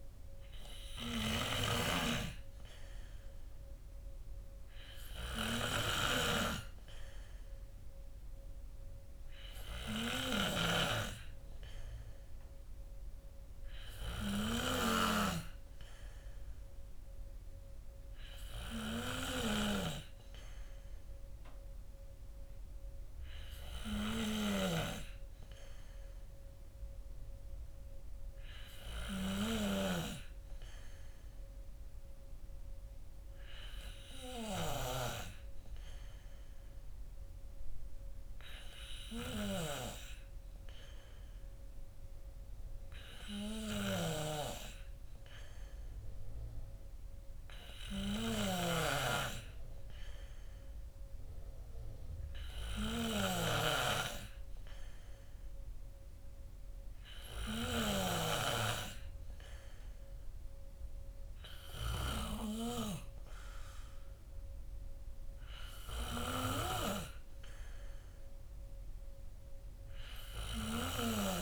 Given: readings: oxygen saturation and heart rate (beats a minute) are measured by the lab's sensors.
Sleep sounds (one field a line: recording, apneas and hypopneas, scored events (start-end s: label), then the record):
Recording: breathing in sleep by a room microphone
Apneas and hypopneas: none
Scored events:
none scored
From the record:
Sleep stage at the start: N2 (light sleep)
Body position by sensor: on the back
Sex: male